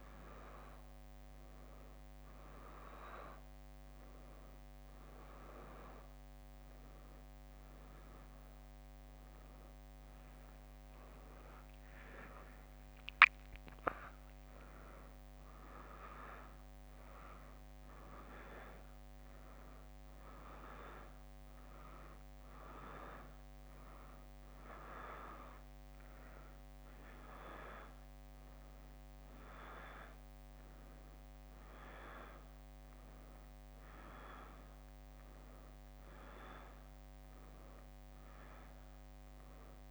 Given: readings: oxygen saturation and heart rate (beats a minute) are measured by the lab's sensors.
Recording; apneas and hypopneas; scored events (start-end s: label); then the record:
a person awake in a sleep study, by a microphone on the trachea; none
0.00-6.50 s: leg movement (device-marked)
7.50-15.50 s: leg movement (device-marked)
11.50-23.50 s: drop in pulse transit time (device-marked, heart rate 64 before, 64 extreme)
16.50-23.00 s: leg movement (device-marked)
From the record:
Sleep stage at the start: awake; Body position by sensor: on the back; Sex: female